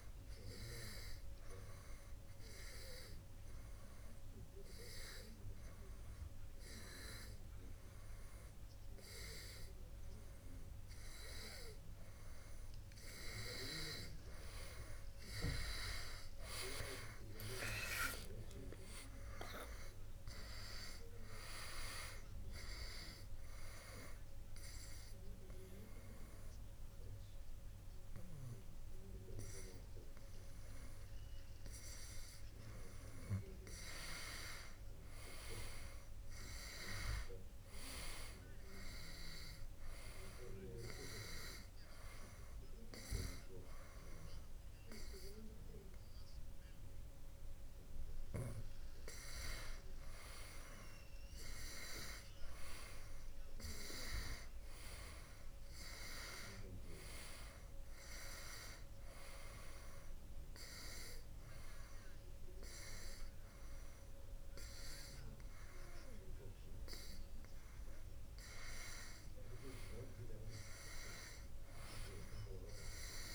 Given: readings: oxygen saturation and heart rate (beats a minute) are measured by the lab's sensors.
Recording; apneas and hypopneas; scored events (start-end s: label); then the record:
breathing in sleep by a room microphone; 2
0.50-13.00 s: hypopnea (oxygen 95% before, 92% lowest, heart rate 69 before, 67 extreme, up 2 after)
15.00-18.50 s: arousal
24.50-42.50 s: oxygen desaturation (device-marked, oxygen 95% before, 92% lowest, heart rate 68 before, 68 extreme)
25.00-35.50 s: obstructive apnea (oxygen 95% before, 92% lowest, heart rate 68 before, 68 extreme, up 2 after)
37.50-42.00 s: arousal
48.50-58.50 s: oxygen desaturation (device-marked, oxygen 97% before, 94% lowest, heart rate 70 before, 68 extreme)
From the record:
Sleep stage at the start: N2 (light sleep); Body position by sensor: on the back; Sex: male